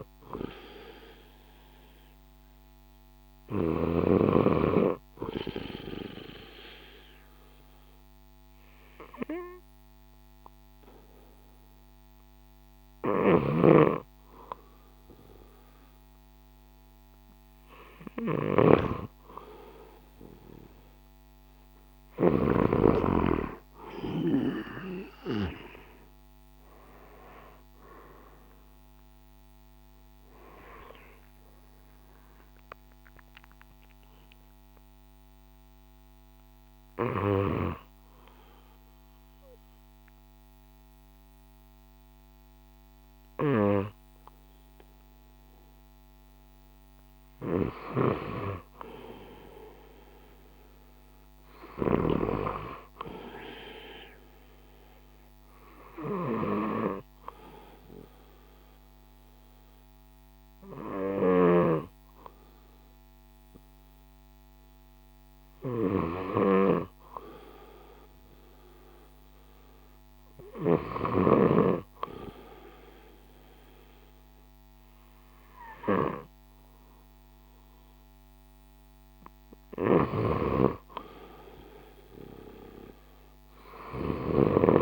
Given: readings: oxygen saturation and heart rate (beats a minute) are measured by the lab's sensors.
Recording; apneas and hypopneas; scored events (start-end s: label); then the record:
breathing in sleep by a microphone on the trachea; 3
0.00-4.00 s: snoring (device-marked)
0.00-5.50 s: oxygen desaturation (device-marked, oxygen 90% lowest, heart rate 59 extreme)
6.50-19.00 s: mixed apnea (oxygen 93% before, 91% lowest, heart rate 61 before, 59 extreme, up 7 after)
13.00-22.50 s: snoring (device-marked)
23.50-27.50 s: arousal
24.50-37.50 s: drop in pulse transit time (device-marked, heart rate 61 before, 65 extreme)
37.50-47.50 s: mixed apnea (oxygen 94% before, 91% lowest, heart rate 66 before, 57 extreme, up 7 after)
47.50-52.00 s: snoring (device-marked)
49.00-52.00 s: arousal
57.00-68.00 s: hypopnea (oxygen 98% before, 91% lowest, heart rate 63 before, 57 extreme, up 6 after)
60.50-74.50 s: oxygen desaturation (device-marked, oxygen 98% before, 91% lowest, heart rate 63 before, 58 extreme)
61.00-71.50 s: snoring (device-marked)
71.00-75.00 s: arousal
79.50-84.82 s: snoring (device-marked)
From the record:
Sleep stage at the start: N2 (light sleep); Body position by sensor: on the left side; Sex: male